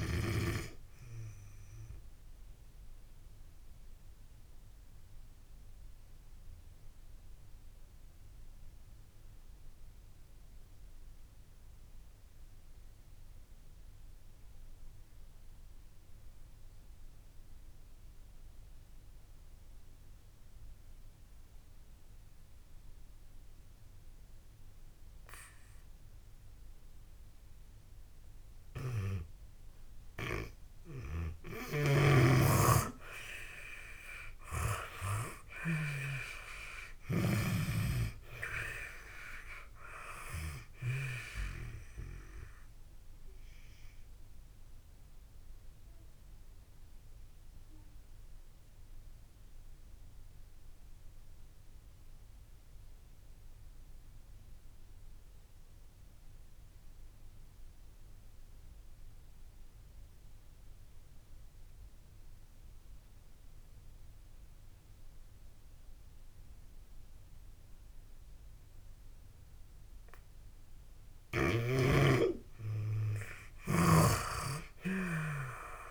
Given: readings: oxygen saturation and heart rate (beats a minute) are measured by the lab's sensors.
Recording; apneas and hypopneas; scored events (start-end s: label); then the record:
breathing in sleep by a room microphone; 2
2.00-29.00 s: oxygen desaturation (device-marked, oxygen 95% before, 84% lowest)
3.00-27.50 s: obstructive apnea (oxygen 97% before, 82% lowest)
30.00-34.50 s: arousal
38.00-66.00 s: oxygen desaturation (device-marked, oxygen 97% before, 82% lowest)
42.50-71.00 s: obstructive apnea (oxygen 97% before, 82% lowest)
73.00-75.91 s: arousal
73.50-75.91 s: snoring (device-marked)
From the record:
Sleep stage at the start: N2 (light sleep); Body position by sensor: on the back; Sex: female